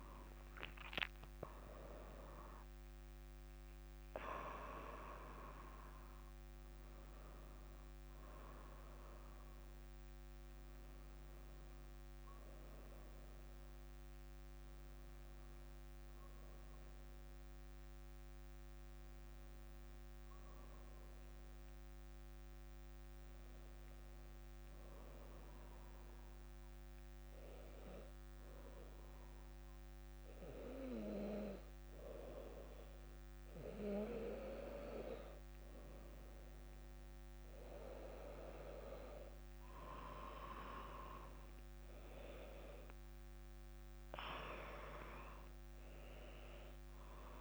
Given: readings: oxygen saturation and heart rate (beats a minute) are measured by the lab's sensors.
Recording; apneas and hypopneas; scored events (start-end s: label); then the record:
breathing in sleep by a microphone on the trachea; 1
0.00-5.50 s: drop in pulse transit time (device-marked, heart rate 66 extreme)
15.50-29.00 s: hypopnea (oxygen 100% before, 94% lowest, heart rate 71 before, 59 extreme, up 0 after)
30.00-34.00 s: arousal
34.50-47.41 s: oxygen desaturation (device-marked, oxygen 99% before, 96% lowest, heart rate 61 before, 58 extreme)
From the record:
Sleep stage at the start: N2 (light sleep); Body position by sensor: on the back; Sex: female